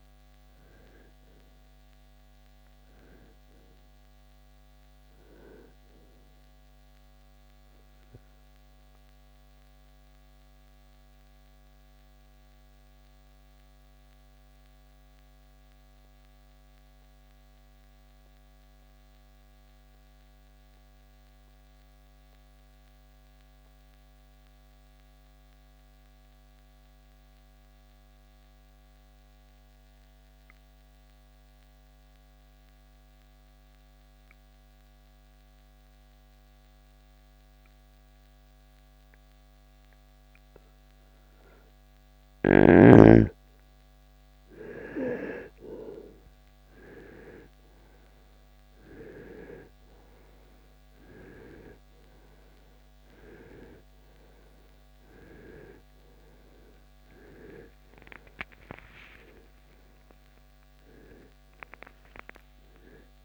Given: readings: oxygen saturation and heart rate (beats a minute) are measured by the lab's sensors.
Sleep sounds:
breathing in sleep by a microphone on the trachea; 1
0.00-30.00 s: oxygen desaturation (device-marked, oxygen 83% lowest, heart rate 50 extreme)
11.50-41.50 s: mixed apnea (oxygen 96% before, 83% lowest, heart rate 74 before, 50 extreme, up 19 after)
44.00-47.50 s: arousal
58.00-62.50 s: arousal
From the record:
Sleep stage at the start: N2 (light sleep); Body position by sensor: on the right side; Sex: male

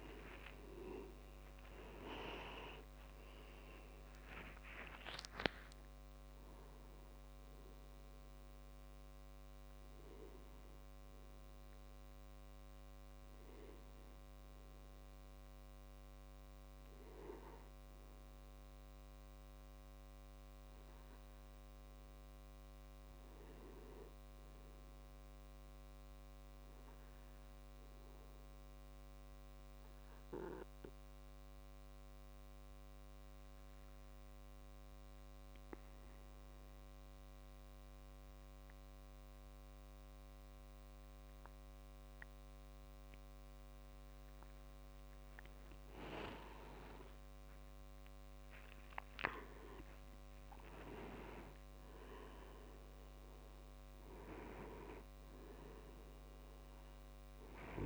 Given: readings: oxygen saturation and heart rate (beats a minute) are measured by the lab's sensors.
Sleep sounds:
breathing in sleep by a microphone on the trachea; 1
0.00-2.50 s: arousal
13.50-19.50 s: oxygen desaturation (device-marked, oxygen 97% before, 91% lowest)
28.00-44.50 s: obstructive apnea (oxygen 98% before, 92% lowest)
29.50-57.86 s: new sleep stage, N2 (light sleep)
47.00-51.00 s: arousal
56.50-57.86 s: oxygen desaturation (device-marked, oxygen 97% before, 92% lowest)
From the record:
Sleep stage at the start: N1 (lightest sleep); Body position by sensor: on the back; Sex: male

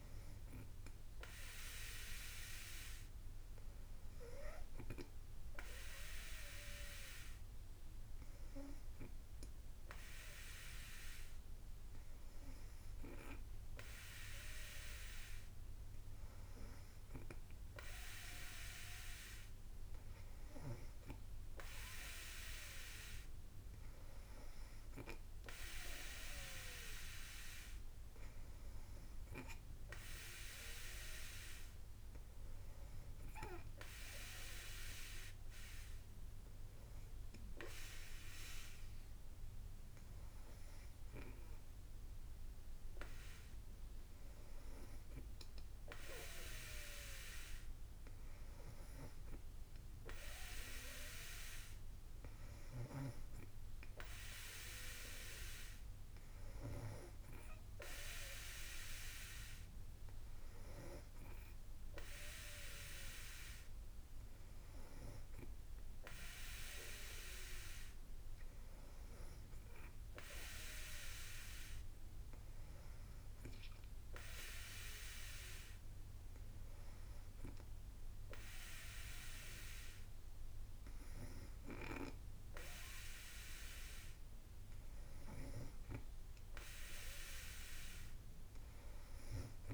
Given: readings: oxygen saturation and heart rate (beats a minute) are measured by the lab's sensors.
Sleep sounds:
breathing in sleep by a room microphone; none
none scored
From the record:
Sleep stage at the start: N2 (light sleep); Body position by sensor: on the back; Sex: female

